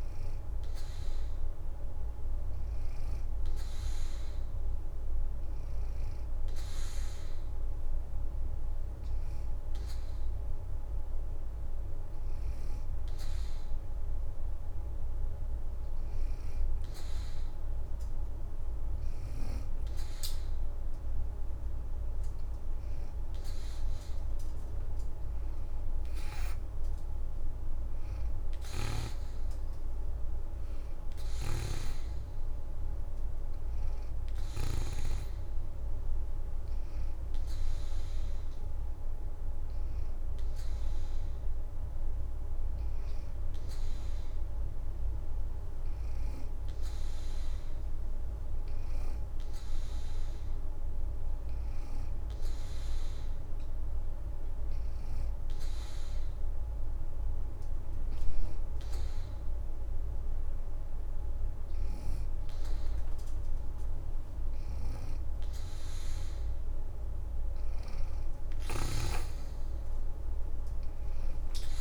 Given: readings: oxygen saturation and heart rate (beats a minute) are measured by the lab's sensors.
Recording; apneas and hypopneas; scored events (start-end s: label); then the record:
breathing in sleep, hard to hear, by a room microphone; 2
6.50-17.00 s: obstructive apnea (oxygen 93% before, 84% lowest, heart rate 82 before, 70 extreme, up 1 after)
7.00-20.00 s: oxygen desaturation (device-marked, oxygen 90% before, 85% lowest, heart rate 82 before, 69 extreme)
20.50-24.50 s: arousal
28.50-30.50 s: leg movement (device-marked)
31.00-34.50 s: snoring (device-marked)
32.00-49.00 s: oxygen desaturation (device-marked, oxygen 87% before, 84% lowest, heart rate 81 before, 67 extreme)
51.00-64.50 s: hypopnea (oxygen 92% before, 84% lowest, heart rate 74 before, 72 extreme, up 4 after)
67.50-69.50 s: leg movement (device-marked)
68.50-71.50 s: arousal
From the record:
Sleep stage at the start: N2 (light sleep); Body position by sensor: on the back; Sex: female